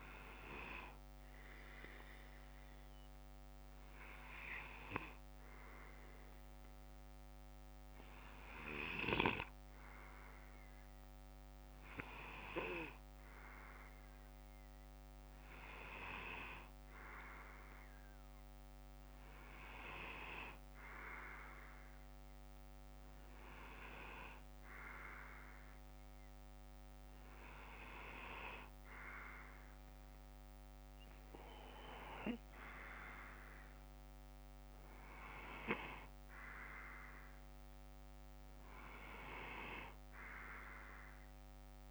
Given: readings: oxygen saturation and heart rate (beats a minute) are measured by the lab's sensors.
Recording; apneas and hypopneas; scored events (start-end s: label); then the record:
breathing in sleep by a microphone on the trachea; none
0.00-3.00 s: bradycardia (device-marked, heart rate 57 extreme)
From the record:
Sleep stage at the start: N2 (light sleep); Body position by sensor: on the left side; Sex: male